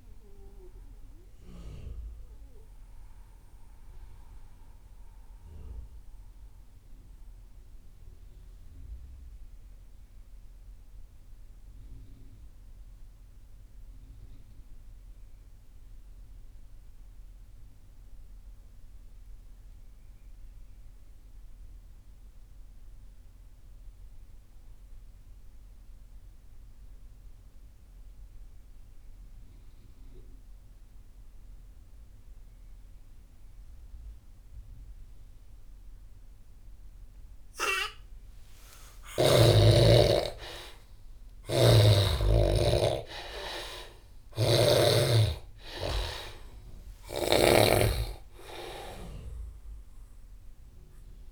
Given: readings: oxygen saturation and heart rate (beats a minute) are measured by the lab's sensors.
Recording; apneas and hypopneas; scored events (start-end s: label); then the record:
breathing in sleep by a room microphone; 1
0.00-12.50 s: oxygen desaturation (device-marked, oxygen 71% lowest)
1.50-38.00 s: mixed apnea (oxygen 96% before, 71% lowest)
30.50-51.32 s: oxygen desaturation (device-marked, oxygen 97% before, 74% lowest)
39.00-44.50 s: arousal
43.50-47.00 s: snoring (device-marked)
From the record:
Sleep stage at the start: N2 (light sleep); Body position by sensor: on the back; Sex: male